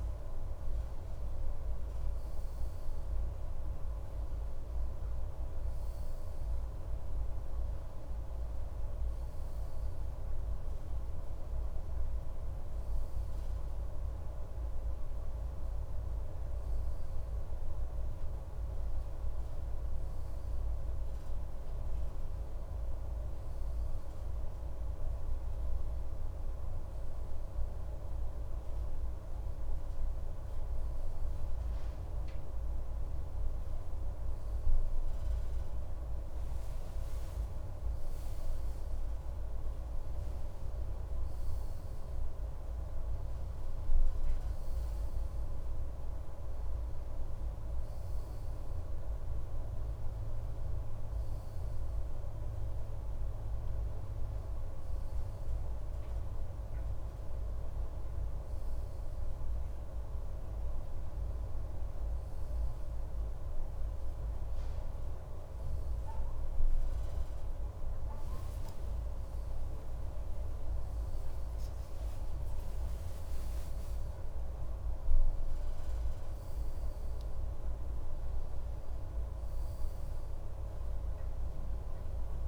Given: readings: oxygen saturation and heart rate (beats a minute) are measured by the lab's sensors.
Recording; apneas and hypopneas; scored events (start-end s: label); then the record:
a person awake in a sleep study, hard to hear, by a room microphone; none
none scored
From the record:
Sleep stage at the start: awake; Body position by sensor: on the left side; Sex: male